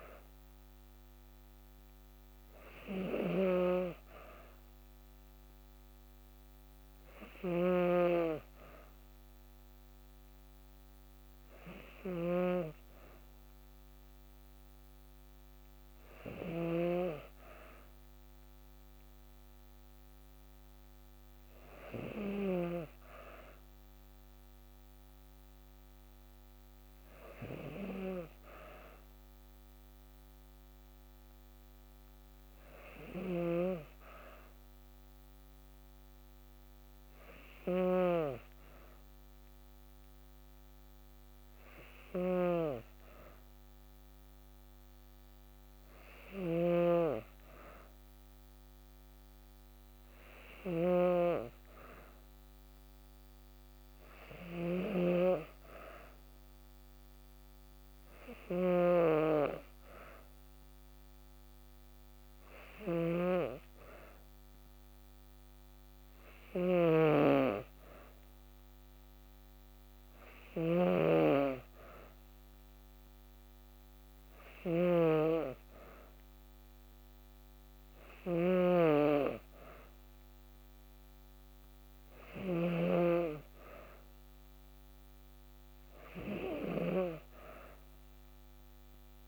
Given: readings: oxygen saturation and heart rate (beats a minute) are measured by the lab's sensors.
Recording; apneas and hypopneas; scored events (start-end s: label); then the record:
breathing in sleep by a microphone on the trachea; none
0.00-16.50 s: snoring (device-marked)
37.00-86.50 s: snoring (device-marked)
From the record:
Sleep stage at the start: N2 (light sleep); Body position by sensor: on the back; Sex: female